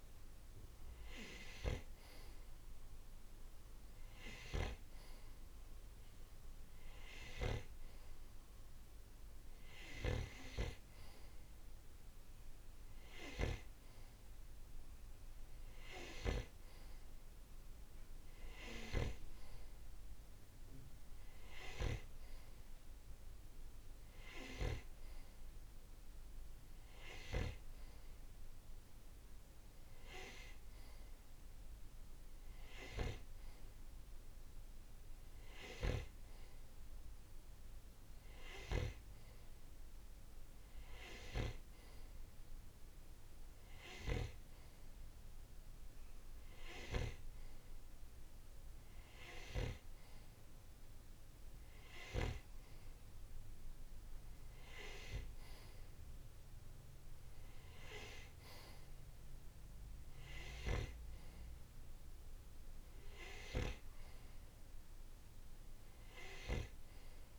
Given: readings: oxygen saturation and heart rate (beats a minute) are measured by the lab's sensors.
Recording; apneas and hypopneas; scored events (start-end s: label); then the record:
breathing in sleep by a room microphone; none
none scored
From the record:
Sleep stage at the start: N2 (light sleep); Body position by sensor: on the right side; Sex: male